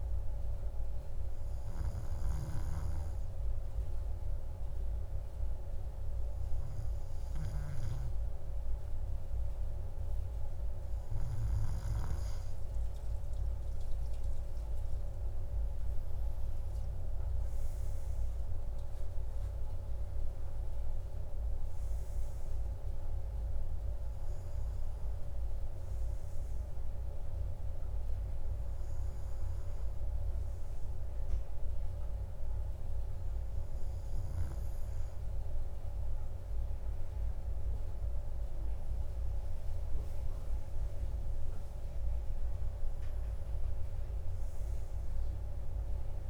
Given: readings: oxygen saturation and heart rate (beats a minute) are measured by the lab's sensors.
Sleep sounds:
breathing in sleep, hard to hear, by a room microphone; none
13.50-18.00 s: arousal
From the record:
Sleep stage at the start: N2 (light sleep); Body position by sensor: on the right side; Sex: male

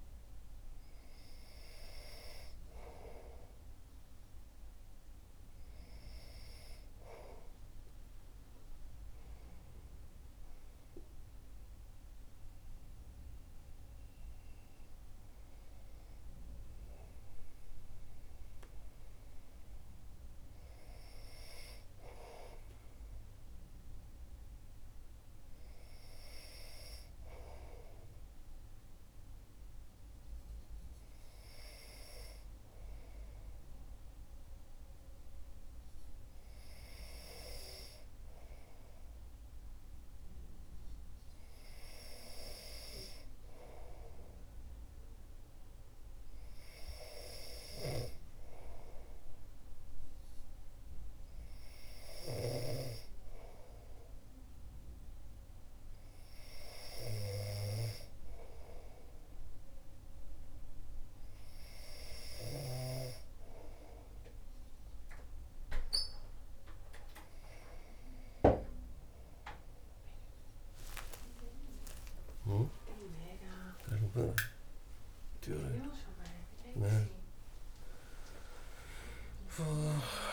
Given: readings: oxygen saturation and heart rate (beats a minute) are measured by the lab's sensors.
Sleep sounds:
breathing in sleep by a room microphone; none
69.50-80.33 s: new sleep stage, awake
From the record:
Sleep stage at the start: N2 (light sleep); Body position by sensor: on the back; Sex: male

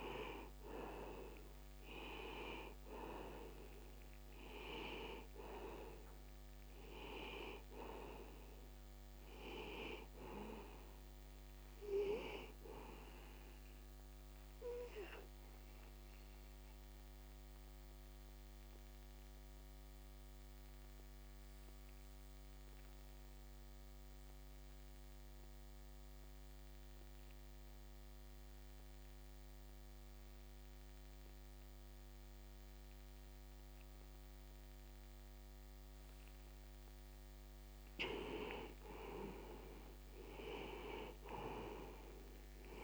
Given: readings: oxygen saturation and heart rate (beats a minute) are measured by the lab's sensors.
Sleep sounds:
breathing in sleep by a microphone on the trachea; 1
0.00-31.50 s: oxygen desaturation (device-marked, oxygen 90% lowest, heart rate 63 extreme)
16.00-37.00 s: mixed apnea (oxygen 98% before, 86% lowest, heart rate 65 before, 63 extreme, up 1 after)
39.00-42.84 s: arousal
From the record:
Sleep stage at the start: N2 (light sleep); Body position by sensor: on the back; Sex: male

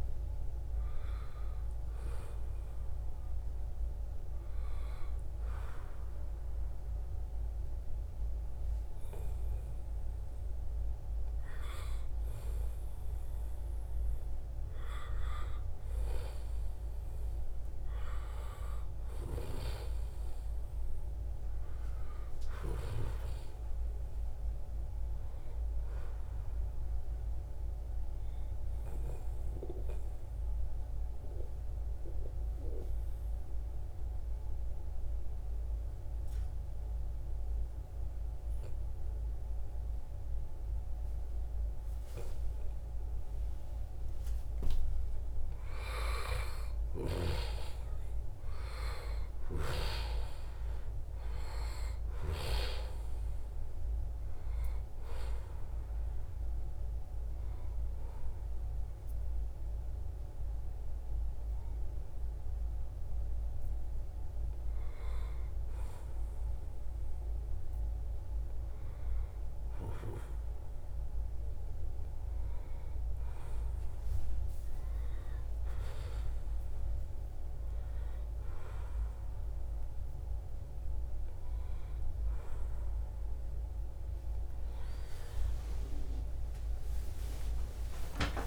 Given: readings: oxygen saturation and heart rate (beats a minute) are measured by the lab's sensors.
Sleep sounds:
a person partly awake in a sleep study, by a room microphone; 3
3.50-14.00 s: obstructive apnea (oxygen 96% before, 90% lowest, heart rate 81 before, 78 extreme, up 0 after)
15.50-20.00 s: arousal
28.00-44.00 s: obstructive apnea (oxygen 96% before, 90% lowest, heart rate 79 before, 75 extreme, up 3 after)
45.00-49.50 s: arousal
46.50-68.50 s: oxygen desaturation (device-marked, oxygen 94% before, 90% lowest, heart rate 78 before, 78 extreme)
57.00-68.00 s: hypopnea (oxygen 94% before, 90% lowest, heart rate 77 before, 79 extreme, up 0 after)
62.50-88.47 s: new sleep stage, awake
86.50-88.47 s: long interval between heartbeats (device-marked, heart rate 80 before, 99 extreme)
From the record:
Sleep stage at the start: N2 (light sleep); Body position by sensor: on the back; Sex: male

